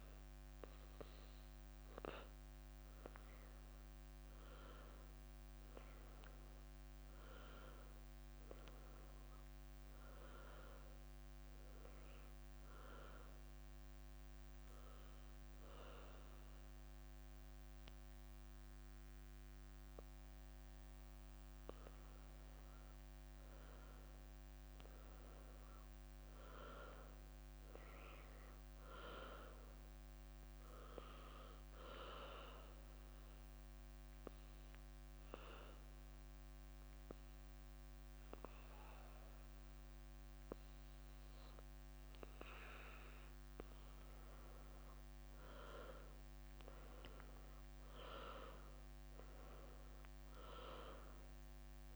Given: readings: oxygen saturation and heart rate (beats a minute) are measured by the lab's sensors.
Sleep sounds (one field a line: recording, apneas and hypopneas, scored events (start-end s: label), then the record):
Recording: breathing in sleep by a microphone on the trachea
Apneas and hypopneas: 2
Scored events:
3.50-7.00 s: arousal
5.50-10.00 s: leg movement (device-marked)
9.00-20.50 s: obstructive apnea (oxygen 96% before, 93% lowest, heart rate 71 before, 65 extreme, up 7 after)
23.00-27.00 s: arousal
24.00-31.00 s: leg movement (device-marked)
30.00-41.00 s: obstructive apnea (oxygen 97% before, 93% lowest, heart rate 72 before, 64 extreme, up 9 after)
45.50-49.50 s: arousal
50.00-51.96 s: oxygen desaturation (device-marked, oxygen 97% before, 93% lowest, heart rate 70 before, 60 extreme)
From the record:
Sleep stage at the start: N2 (light sleep)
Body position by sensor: on the back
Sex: female